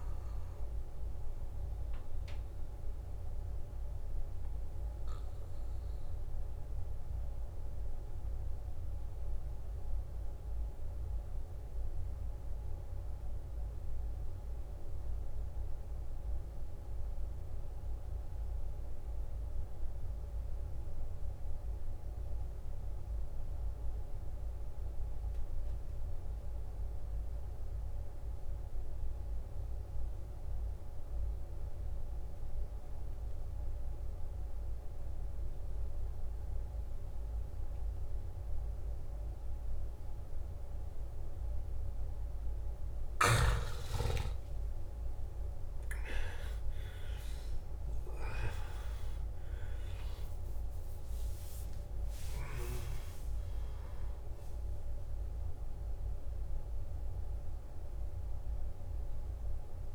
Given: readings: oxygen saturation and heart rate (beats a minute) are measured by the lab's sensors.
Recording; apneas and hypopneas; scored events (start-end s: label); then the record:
breathing in sleep by a room microphone; 1
0.00-3.00 s: oxygen desaturation (device-marked, oxygen 87% lowest, heart rate 54 extreme)
3.00-42.50 s: mixed apnea (oxygen 98% before, 85% lowest, heart rate 70 before, 54 extreme, up 14 after)
26.00-59.95 s: oxygen desaturation (device-marked, oxygen 98% before, 85% lowest, heart rate 56 before, 54 extreme)
44.00-47.50 s: arousal
From the record:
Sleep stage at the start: N2 (light sleep); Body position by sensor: on the back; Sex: male